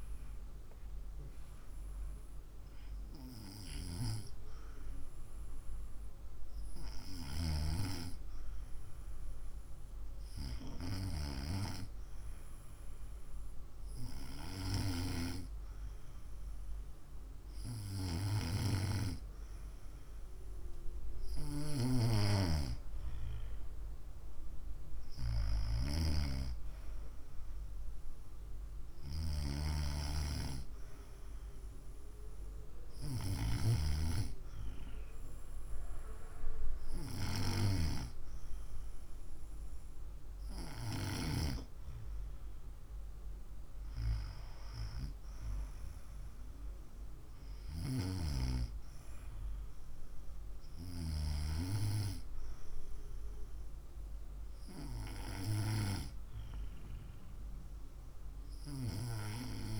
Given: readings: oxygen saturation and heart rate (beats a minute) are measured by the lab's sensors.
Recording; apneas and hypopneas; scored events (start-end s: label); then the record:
breathing in sleep by a room microphone; none
none scored
From the record:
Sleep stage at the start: N2 (light sleep); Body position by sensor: on the right side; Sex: female